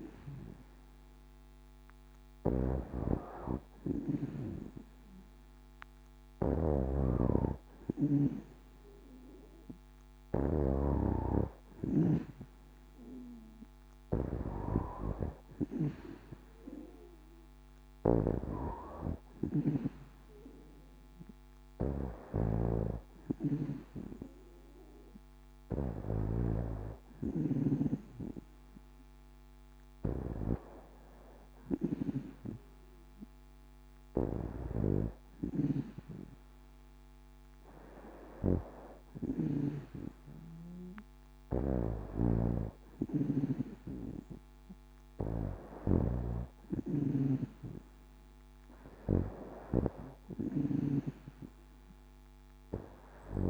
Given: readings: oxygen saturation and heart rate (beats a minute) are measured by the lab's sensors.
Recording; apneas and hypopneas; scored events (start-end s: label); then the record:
breathing in sleep by a microphone on the trachea; none
0.00-10.50 s: snoring (device-marked)
17.50-26.50 s: snoring (device-marked)
35.00-39.50 s: snoring (device-marked)
41.50-53.50 s: snoring (device-marked)
From the record:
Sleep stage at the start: N2 (light sleep); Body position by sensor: on the back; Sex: female